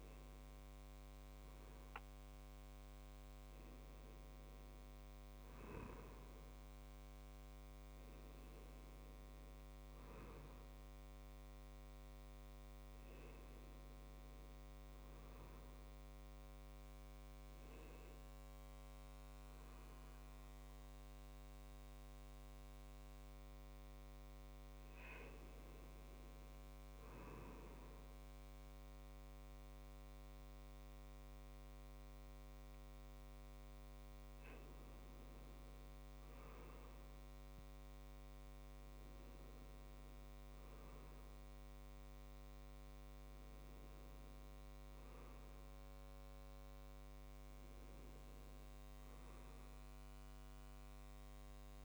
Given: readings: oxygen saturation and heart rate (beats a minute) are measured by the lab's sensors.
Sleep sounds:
breathing in sleep, hard to hear, by a microphone on the trachea; none
44.50-46.50 s: long interval between heartbeats (device-marked, heart rate 68 before, 67 extreme)
46.50-50.00 s: arousal
From the record:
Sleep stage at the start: N2 (light sleep); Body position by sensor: on the right side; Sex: male

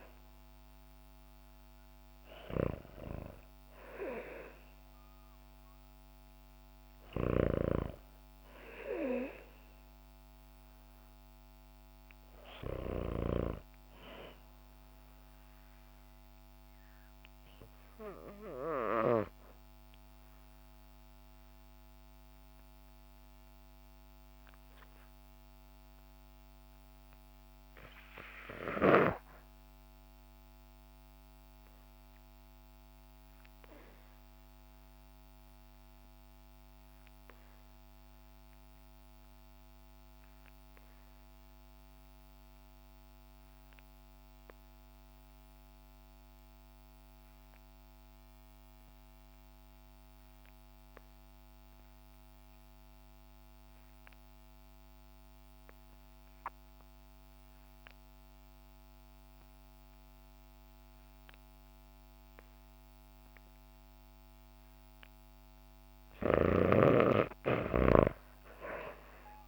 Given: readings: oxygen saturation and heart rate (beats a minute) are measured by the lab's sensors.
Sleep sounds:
breathing in sleep by a microphone on the trachea; 1
15.00-65.00 s: obstructive apnea (oxygen 99% before, 72% lowest, heart rate 61 before, 48 extreme, up 15 after)
35.50-69.48 s: oxygen desaturation (device-marked, oxygen 98% before, 72% lowest, heart rate 56 before, 48 extreme)
68.00-69.48 s: arousal
From the record:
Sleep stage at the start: REM sleep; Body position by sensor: on the back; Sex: female

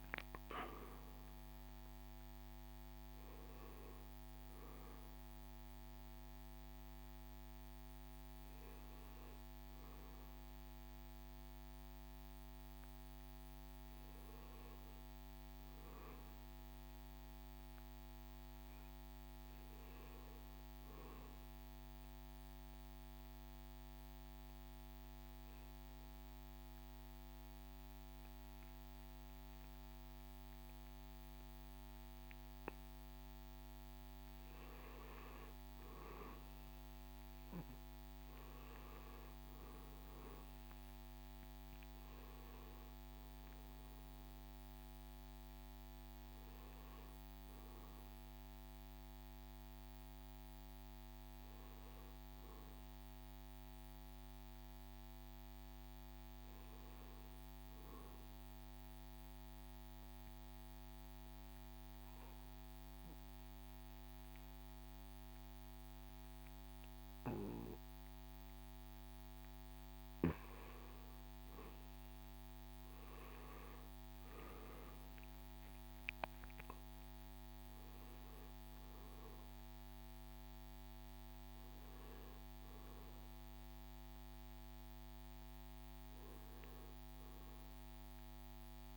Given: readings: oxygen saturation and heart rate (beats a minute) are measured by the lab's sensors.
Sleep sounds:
breathing in sleep, hard to hear, by a microphone on the trachea; 2
0.00-1.00 s: arousal
0.00-11.00 s: drop in pulse transit time (device-marked, heart rate 67 extreme)
1.00-15.00 s: oxygen desaturation (device-marked, oxygen 96% before, 89% lowest, heart rate 69 before, 66 extreme)
5.00-88.97 s: new sleep stage, N1 (lightest sleep)
17.00-20.00 s: arousal
22.00-34.00 s: obstructive apnea (oxygen 96% before, 87% lowest, heart rate 73 before, 66 extreme, up 2 after)
35.00-39.50 s: arousal
41.00-55.00 s: oxygen desaturation (device-marked, oxygen 96% before, 87% lowest, heart rate 71 before, 65 extreme)
60.50-70.50 s: obstructive apnea (oxygen 96% before, 87% lowest, heart rate 73 before, 65 extreme, up 9 after)
74.00-78.50 s: arousal
77.00-88.97 s: oxygen desaturation (device-marked, oxygen 96% before, 87% lowest, heart rate 69 before, 66 extreme)
From the record:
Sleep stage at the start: N2 (light sleep); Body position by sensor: on the back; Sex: male

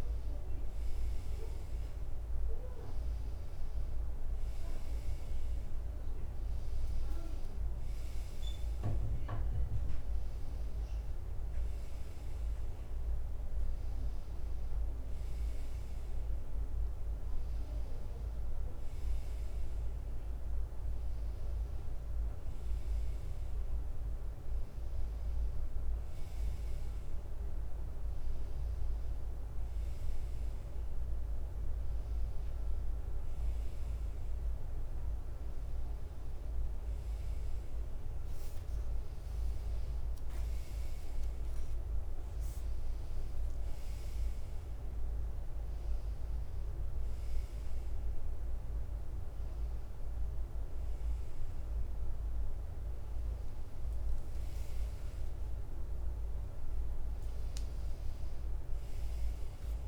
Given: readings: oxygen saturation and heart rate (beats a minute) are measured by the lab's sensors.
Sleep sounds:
breathing in sleep, hard to hear, by a room microphone; none
27.00-28.50 s: leg movement (device-marked)
37.50-59.88 s: new sleep stage, N2 (light sleep)
38.50-39.50 s: leg movement (device-marked)
43.00-44.50 s: leg movement (device-marked)
52.00-55.00 s: leg movement (device-marked)
From the record:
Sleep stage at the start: N1 (lightest sleep); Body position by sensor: on the right side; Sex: male

